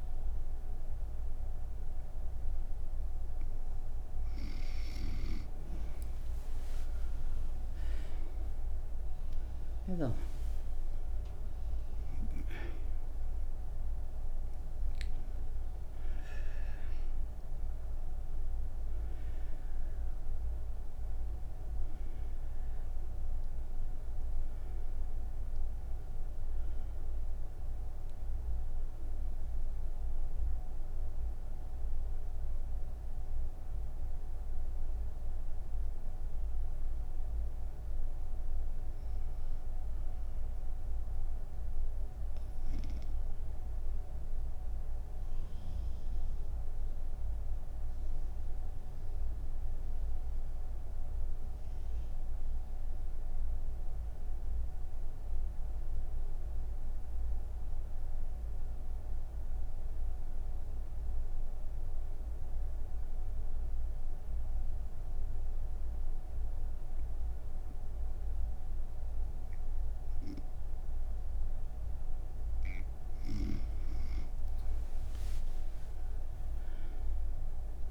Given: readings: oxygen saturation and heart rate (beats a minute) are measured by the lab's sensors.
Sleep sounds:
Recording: breathing in sleep, hard to hear, by a room microphone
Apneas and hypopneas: none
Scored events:
4.50-56.50 s: oxygen desaturation (device-marked, oxygen 98% before, 84% lowest)
70.50-77.91 s: oxygen desaturation (device-marked, oxygen 99% before, 89% lowest)
From the record:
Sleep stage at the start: N3 (deep sleep)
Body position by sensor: on the right side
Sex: female

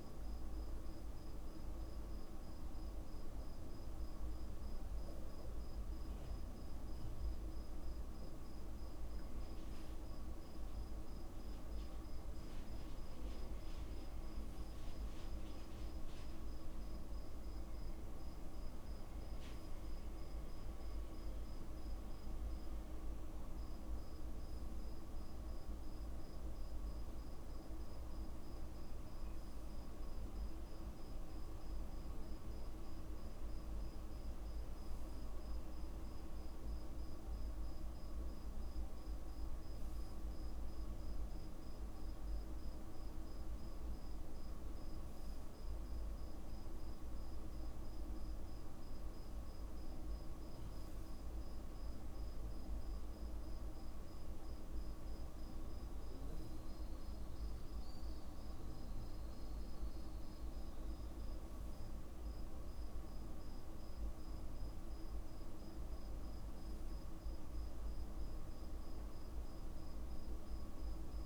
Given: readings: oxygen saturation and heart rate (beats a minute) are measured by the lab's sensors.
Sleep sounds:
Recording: breathing in sleep, hard to hear, by a room microphone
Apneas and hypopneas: none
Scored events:
11.50-13.50 s: long interval between heartbeats (device-marked, heart rate 49 before, 53 extreme)
16.00-18.00 s: long interval between heartbeats (device-marked, heart rate 49 before, 45 extreme)
21.50-23.50 s: long interval between heartbeats (device-marked, heart rate 49 before, 37 extreme)
33.00-35.00 s: long interval between heartbeats (device-marked, heart rate 39 before, 56 extreme)
64.50-66.50 s: long interval between heartbeats (device-marked, heart rate 56 before, 54 extreme)
From the record:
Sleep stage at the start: N2 (light sleep)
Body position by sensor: on the back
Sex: male

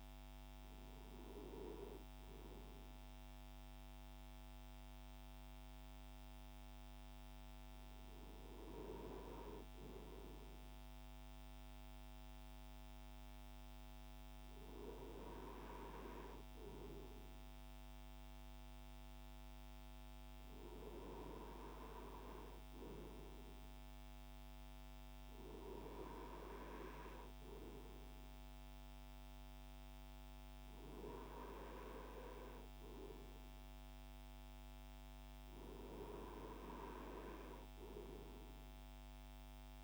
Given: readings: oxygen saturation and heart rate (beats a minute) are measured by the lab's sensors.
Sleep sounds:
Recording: breathing in sleep by a microphone on the trachea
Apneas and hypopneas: none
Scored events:
none scored
From the record:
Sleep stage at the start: N2 (light sleep)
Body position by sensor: on the right side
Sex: male

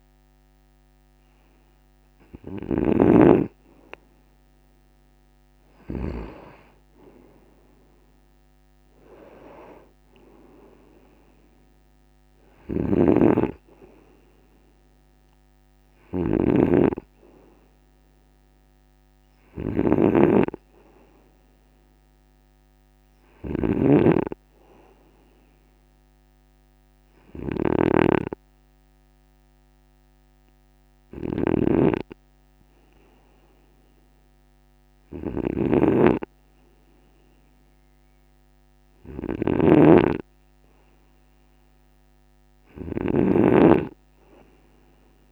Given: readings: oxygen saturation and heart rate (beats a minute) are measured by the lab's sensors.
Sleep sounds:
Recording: breathing in sleep by a microphone on the trachea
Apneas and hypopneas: 1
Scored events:
0.00-6.00 s: snoring (device-marked)
12.00-45.32 s: snoring (device-marked)
16.00-19.50 s: arousal
22.00-35.50 s: hypopnea (oxygen 97% before, 95% lowest, heart rate 53 before, 51 extreme, up 3 after)
38.00-42.00 s: arousal
From the record:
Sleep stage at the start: N2 (light sleep)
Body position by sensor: on the right side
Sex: male

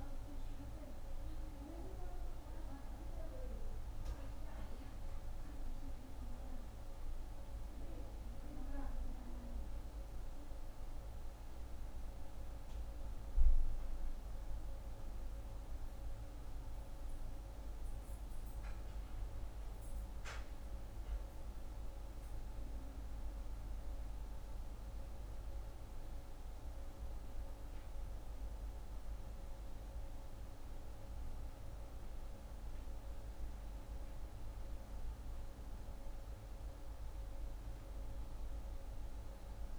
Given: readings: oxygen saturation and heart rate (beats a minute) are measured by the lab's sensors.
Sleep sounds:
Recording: breathing in sleep, hard to hear, by a room microphone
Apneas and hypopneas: none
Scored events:
none scored
From the record:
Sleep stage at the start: N1 (lightest sleep)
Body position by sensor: on the right side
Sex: female

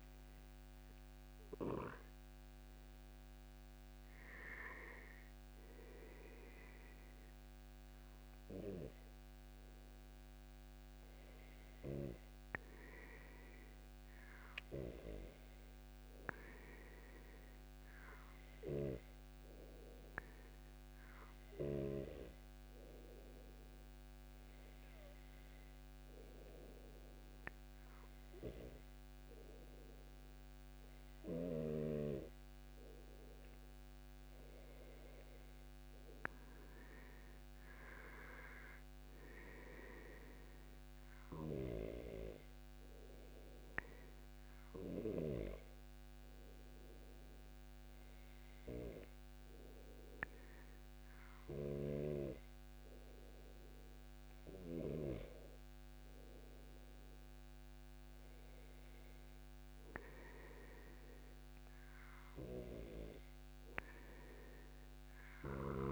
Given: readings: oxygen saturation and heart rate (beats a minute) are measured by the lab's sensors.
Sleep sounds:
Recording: breathing in sleep by a microphone on the trachea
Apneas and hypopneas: none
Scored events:
42.50-44.50 s: long interval between heartbeats (device-marked, heart rate 145 before, 135 extreme)
From the record:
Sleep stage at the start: N2 (light sleep)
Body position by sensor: on the back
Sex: male

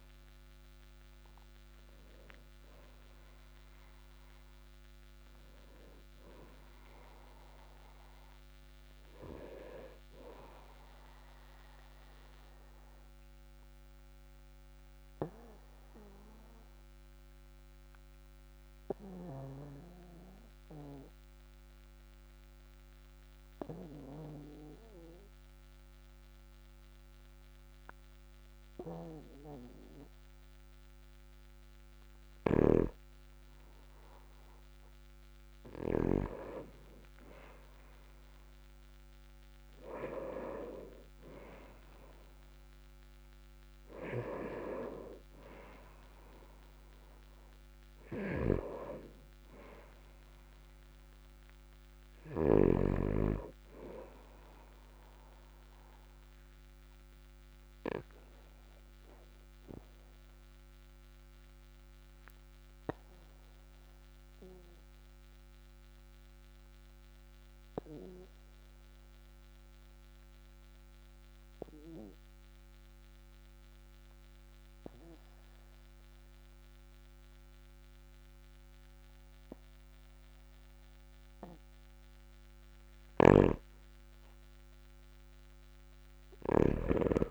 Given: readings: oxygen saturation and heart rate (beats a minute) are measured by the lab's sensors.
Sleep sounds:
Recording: breathing in sleep by a microphone on the trachea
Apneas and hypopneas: 2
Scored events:
0.00-3.00 s: arousal
11.00-32.00 s: obstructive apnea (oxygen 99% before, 96% lowest, heart rate 53 before, 40 extreme, up 7 after)
35.00-38.50 s: arousal
56.50-83.00 s: obstructive apnea (oxygen 99% before, 94% lowest, heart rate 53 before, 44 extreme, up 1 after)
83.50-87.31 s: snoring (device-marked)
From the record:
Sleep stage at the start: N2 (light sleep)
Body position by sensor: on the back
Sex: male

